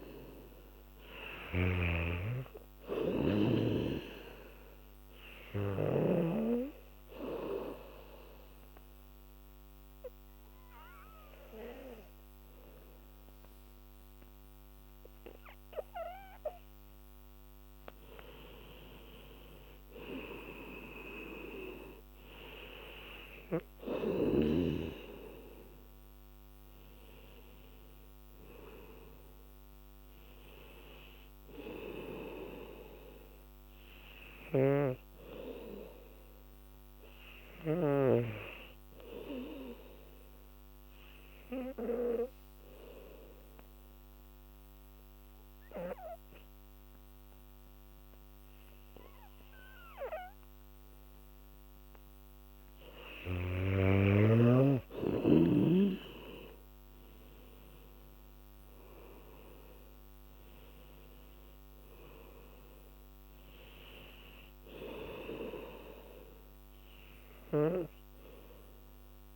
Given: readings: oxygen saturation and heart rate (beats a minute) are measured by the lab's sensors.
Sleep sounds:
breathing in sleep by a microphone on the trachea; 2
0.00-3.00 s: arousal
0.00-6.50 s: snoring (device-marked)
4.00-14.00 s: oxygen desaturation (device-marked, oxygen 98% before, 91% lowest, heart rate 77 before, 74 extreme)
6.00-16.50 s: obstructive apnea (oxygen 98% before, 87% lowest, heart rate 78 before, 74 extreme, up 4 after)
18.50-22.50 s: arousal
23.00-42.00 s: oxygen desaturation (device-marked, oxygen 97% before, 90% lowest, heart rate 79 before, 75 extreme)
34.50-38.00 s: snoring (device-marked)
40.50-52.50 s: obstructive apnea (oxygen 97% before, 87% lowest, heart rate 78 before, 74 extreme, up 4 after)
54.00-69.36 s: oxygen desaturation (device-marked, oxygen 99% before, 87% lowest, heart rate 78 before, 74 extreme)
55.50-59.00 s: arousal
From the record:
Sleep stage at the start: N2 (light sleep); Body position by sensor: on the back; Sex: female

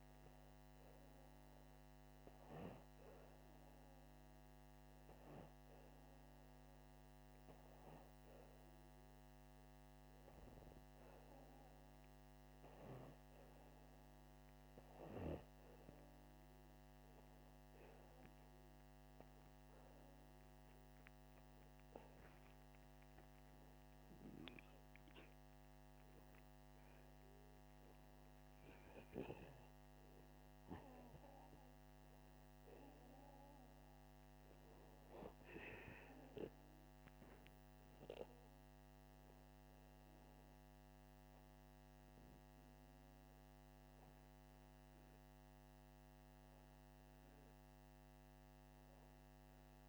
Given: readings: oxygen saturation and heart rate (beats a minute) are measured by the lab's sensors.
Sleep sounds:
breathing in sleep by a microphone on the trachea; none
none scored
From the record:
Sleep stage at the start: N2 (light sleep); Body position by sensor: upright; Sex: male

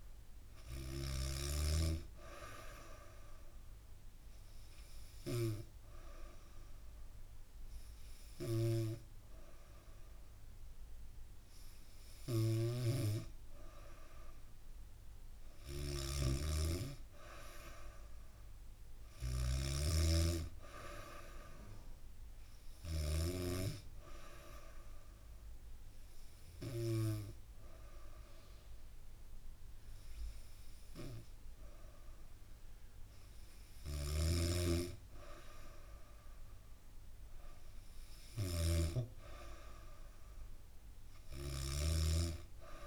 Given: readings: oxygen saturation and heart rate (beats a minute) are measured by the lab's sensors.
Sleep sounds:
breathing in sleep by a room microphone; 2
3.50-14.00 s: hypopnea (oxygen 95% before, 92% lowest, heart rate 71 before, 69 extreme, up 2 after)
11.50-22.50 s: snoring (device-marked)
16.50-20.00 s: arousal
23.50-34.00 s: hypopnea (oxygen 95% before, 92% lowest, heart rate 72 before, 68 extreme, up 1 after)
33.00-42.87 s: snoring (device-marked)
36.00-42.87 s: new sleep stage, N2 (light sleep)
36.50-39.00 s: arousal
From the record:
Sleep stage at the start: N3 (deep sleep); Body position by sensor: on the back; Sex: female

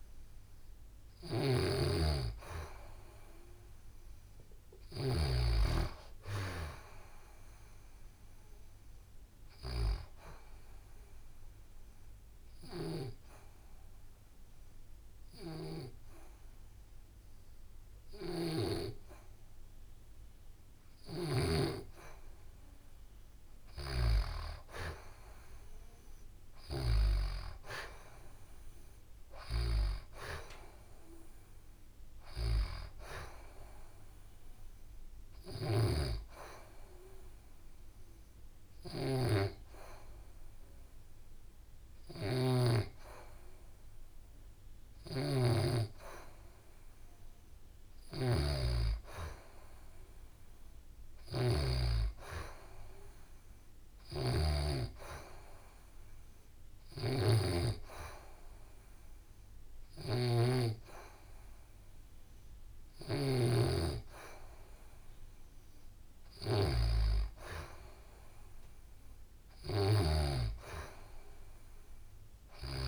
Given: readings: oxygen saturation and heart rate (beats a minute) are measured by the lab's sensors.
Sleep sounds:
breathing in sleep by a room microphone; 2
0.00-5.00 s: snoring (device-marked)
9.50-20.50 s: obstructive apnea (oxygen 94% before, 89% lowest, heart rate 69 before, 66 extreme, up 3 after)
12.00-21.00 s: snoring (device-marked)
23.00-26.50 s: arousal
32.50-49.50 s: oxygen desaturation (device-marked, oxygen 95% before, 89% lowest, heart rate 68 before, 67 extreme)
33.50-45.50 s: hypopnea (oxygen 95% before, 89% lowest, heart rate 68 before, 67 extreme, up 3 after)
35.00-72.88 s: snoring (device-marked)
50.00-54.50 s: arousal
From the record:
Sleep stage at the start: N2 (light sleep); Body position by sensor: on the back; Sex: female

